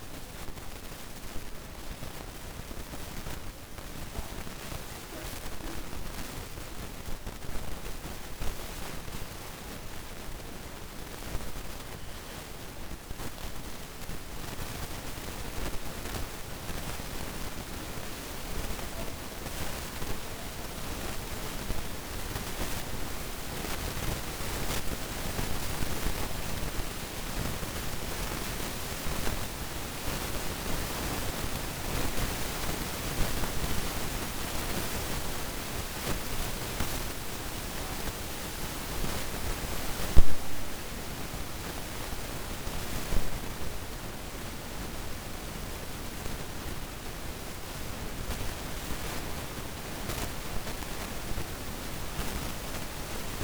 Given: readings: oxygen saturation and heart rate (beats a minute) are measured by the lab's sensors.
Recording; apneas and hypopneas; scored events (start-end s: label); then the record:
a person awake in a sleep study, by a room microphone; none
18.50-23.00 s: arousal
From the record:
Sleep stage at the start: awake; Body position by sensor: on the back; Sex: male